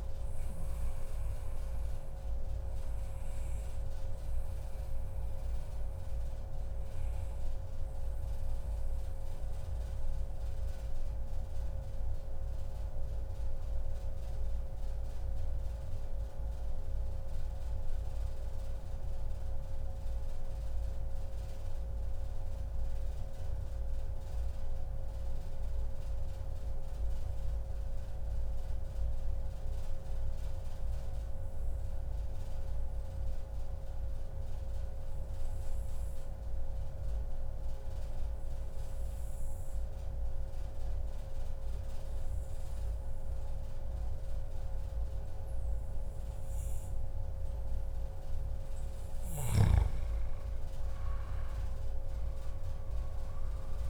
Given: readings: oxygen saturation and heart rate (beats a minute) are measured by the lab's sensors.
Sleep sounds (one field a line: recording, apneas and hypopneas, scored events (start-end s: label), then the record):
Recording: breathing in sleep, hard to hear, by a room microphone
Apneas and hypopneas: 1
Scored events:
0.00-16.50 s: oxygen desaturation (device-marked, oxygen 92% lowest, heart rate 93 extreme)
1.50-3.50 s: long interval between heartbeats (device-marked, heart rate 104 before, 99 extreme)
1.50-47.00 s: mixed apnea (oxygen 97% before, 89% lowest, heart rate 104 before, 93 extreme, up 17 after)
13.00-15.00 s: long interval between heartbeats (device-marked, heart rate 101 before, 93 extreme)
16.00-18.00 s: long interval between heartbeats (device-marked, heart rate 100 before, 99 extreme)
35.00-37.00 s: long interval between heartbeats (device-marked, heart rate 102 before, 100 extreme)
36.50-53.89 s: oxygen desaturation (device-marked, oxygen 98% before, 89% lowest, heart rate 102 before, 98 extreme)
50.50-53.89 s: arousal
51.50-53.50 s: long interval between heartbeats (device-marked, heart rate 103 before, 107 extreme)
From the record:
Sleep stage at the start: N2 (light sleep)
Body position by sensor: on the back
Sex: male